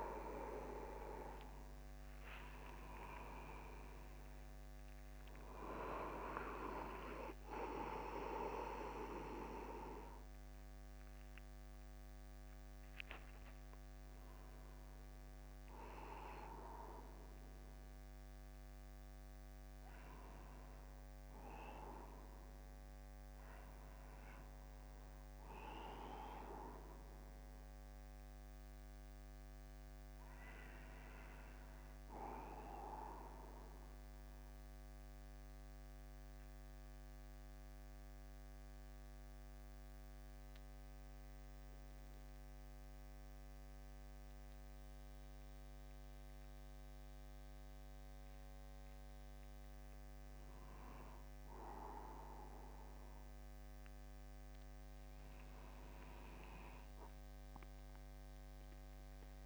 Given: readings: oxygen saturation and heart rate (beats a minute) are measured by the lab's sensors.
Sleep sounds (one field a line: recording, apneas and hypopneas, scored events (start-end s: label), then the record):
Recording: breathing in sleep by a microphone on the trachea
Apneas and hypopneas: 1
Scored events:
0.00-1.50 s: arousal
1.00-3.00 s: long interval between heartbeats (device-marked, heart rate 65 before, 144 extreme)
6.50-8.50 s: long interval between heartbeats (device-marked, heart rate 84 before, 62 extreme)
30.00-59.46 s: new sleep stage, N2 (light sleep)
35.00-50.50 s: central apnea (oxygen 98% before, 94% lowest, heart rate 51 before, 49 extreme, up 1 after)
53.00-56.50 s: arousal
From the record:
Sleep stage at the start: N1 (lightest sleep)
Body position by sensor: upright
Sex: male